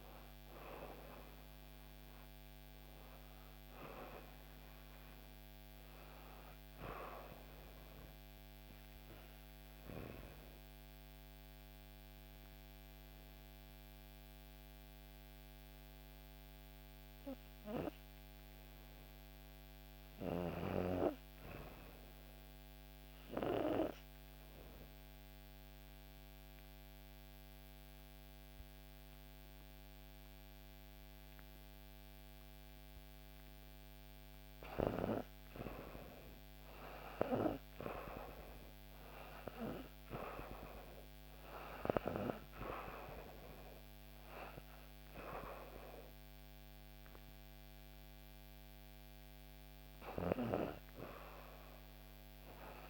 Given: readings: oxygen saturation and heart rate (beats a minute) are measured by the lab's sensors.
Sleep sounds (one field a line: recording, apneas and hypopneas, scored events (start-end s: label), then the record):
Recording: breathing in sleep by a microphone on the trachea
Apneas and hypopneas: 2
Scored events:
6.00-17.00 s: obstructive apnea (oxygen 96% before, 90% lowest, heart rate 66 before, 61 extreme, up 0 after)
18.00-21.00 s: arousal
24.00-34.50 s: obstructive apnea (oxygen 97% before, 90% lowest, heart rate 63 before, 61 extreme, up 2 after)
26.00-52.90 s: oxygen desaturation (device-marked, oxygen 97% before, 90% lowest, heart rate 63 before, 61 extreme)
38.00-41.50 s: arousal
From the record:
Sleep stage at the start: REM sleep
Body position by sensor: on the back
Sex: female